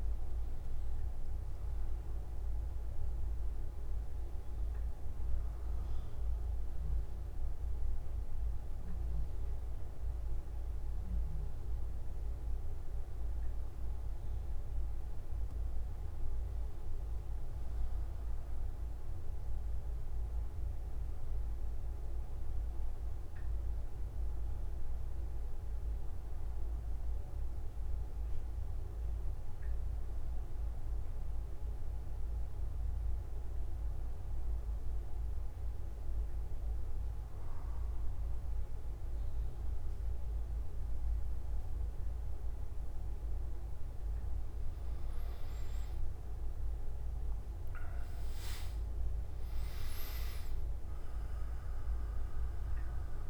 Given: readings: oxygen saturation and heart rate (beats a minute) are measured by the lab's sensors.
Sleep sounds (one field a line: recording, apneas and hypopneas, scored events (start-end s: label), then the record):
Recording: breathing in sleep, hard to hear, by a room microphone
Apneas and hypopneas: 1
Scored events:
35.00-46.00 s: obstructive apnea (oxygen 97% before, 93% lowest)
From the record:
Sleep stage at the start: N3 (deep sleep)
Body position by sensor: on the back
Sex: male